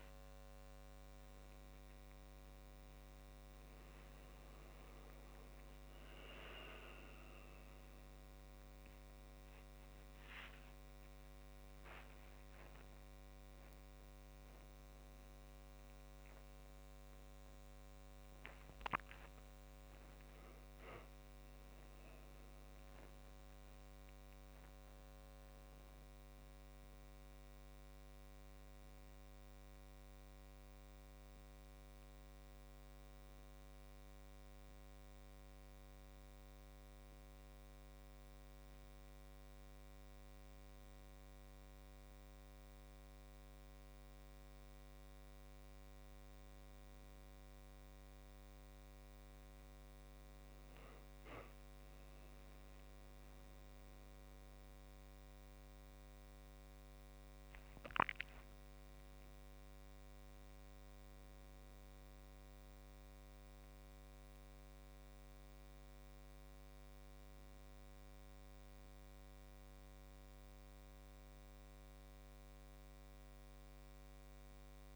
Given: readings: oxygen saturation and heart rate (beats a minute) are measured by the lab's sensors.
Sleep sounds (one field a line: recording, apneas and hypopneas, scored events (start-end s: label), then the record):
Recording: a person awake in a sleep study, hard to hear, by a microphone on the trachea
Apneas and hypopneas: none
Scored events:
1.50-3.50 s: long interval between heartbeats (device-marked, heart rate 55 before, 68 extreme)
12.50-26.50 s: drop in pulse transit time (device-marked, heart rate 62 before, 49 extreme)
From the record:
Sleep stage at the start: awake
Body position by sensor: on the back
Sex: male